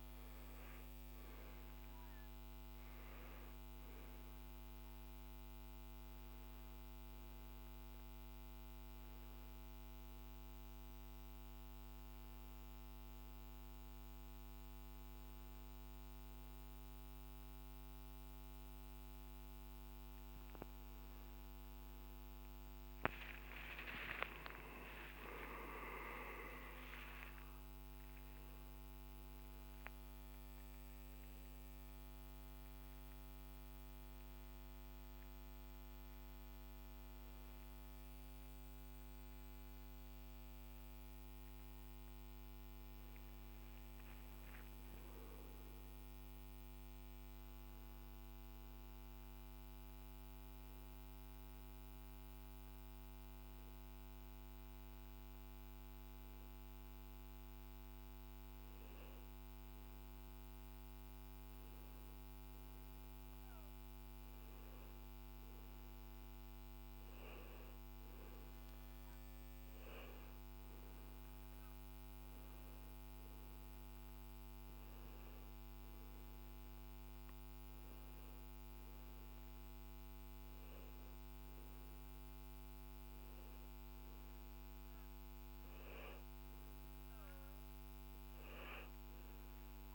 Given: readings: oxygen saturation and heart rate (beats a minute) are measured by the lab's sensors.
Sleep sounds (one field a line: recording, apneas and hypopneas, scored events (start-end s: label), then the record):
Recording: breathing in sleep, hard to hear, by a microphone on the trachea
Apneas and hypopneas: 1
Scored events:
23.50-28.00 s: arousal
31.00-45.00 s: oxygen desaturation (device-marked, oxygen 95% before, 92% lowest, heart rate 61 before, 54 extreme)
44.50-46.50 s: long interval between heartbeats (device-marked, heart rate 60 before, 66 extreme)
49.00-61.00 s: hypopnea (oxygen 99% before, 94% lowest, heart rate 62 before, 56 extreme, up 7 after)
63.50-67.50 s: arousal
From the record:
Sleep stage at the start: N2 (light sleep)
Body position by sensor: on the back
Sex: male